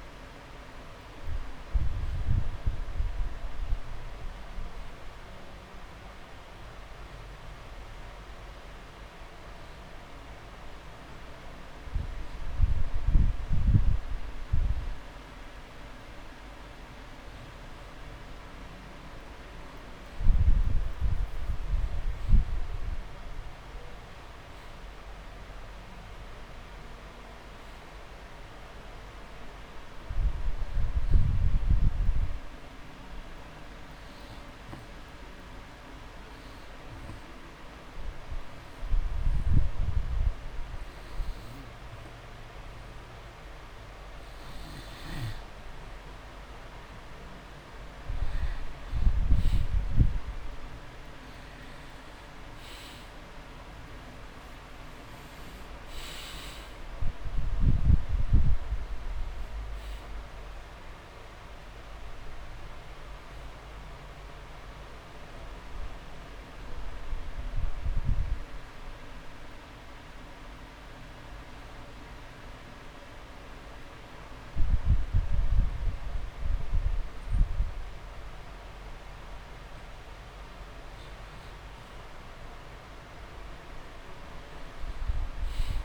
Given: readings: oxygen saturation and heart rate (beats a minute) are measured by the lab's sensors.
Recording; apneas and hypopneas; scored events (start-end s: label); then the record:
breathing in sleep, hard to hear, by a room microphone; 2
0.50-2.50 s: long interval between heartbeats (device-marked)
18.50-28.50 s: oxygen desaturation (device-marked, oxygen 96% before, 92% lowest)
28.00-31.50 s: arousal
33.50-45.00 s: obstructive apnea (oxygen 100% before, 92% lowest)
50.50-54.50 s: arousal
50.50-84.50 s: oxygen desaturation (device-marked, oxygen 99% before, 92% lowest)
68.50-81.50 s: obstructive apnea (oxygen 99% before, 92% lowest)
From the record:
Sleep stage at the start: N2 (light sleep); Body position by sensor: on the back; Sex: male